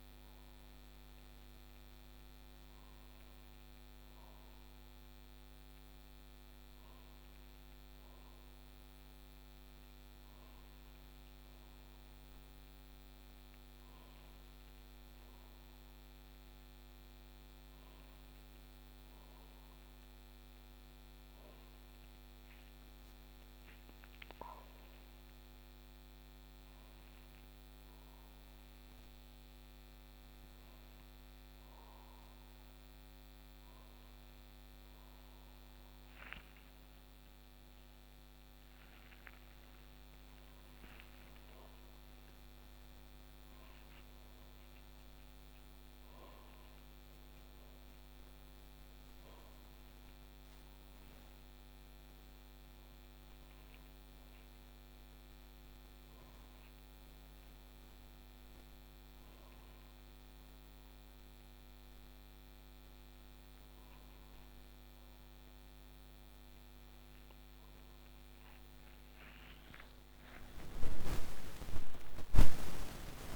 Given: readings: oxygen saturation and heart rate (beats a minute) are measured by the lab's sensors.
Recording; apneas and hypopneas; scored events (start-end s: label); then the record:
a person awake in a sleep study, hard to hear, by a microphone on the trachea; none
none scored
From the record:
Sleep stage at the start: awake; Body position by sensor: upright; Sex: male